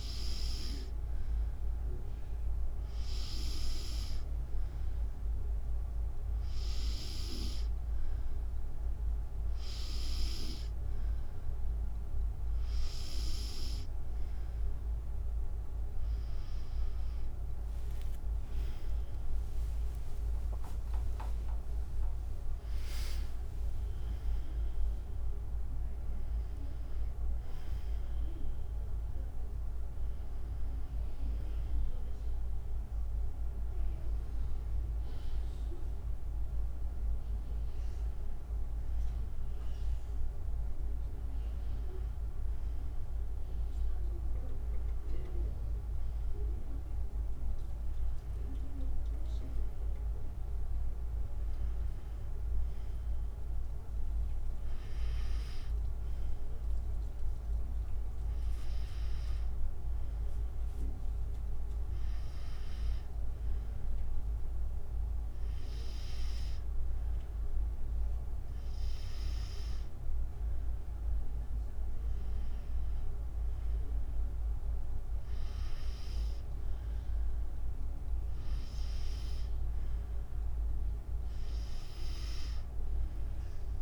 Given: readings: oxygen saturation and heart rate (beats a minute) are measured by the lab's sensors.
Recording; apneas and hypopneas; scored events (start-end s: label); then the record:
breathing in sleep, hard to hear, by a room microphone; none
18.00-21.00 s: tachycardia (device-marked, heart rate 74 before, 99 extreme)
18.00-22.50 s: arousal
20.00-34.00 s: drop in pulse transit time (device-marked, heart rate 77 before, 79 extreme)
75.00-83.82 s: drop in pulse transit time (device-marked, heart rate 74 before, 75 extreme)
From the record:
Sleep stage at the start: N2 (light sleep); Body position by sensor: on the back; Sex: female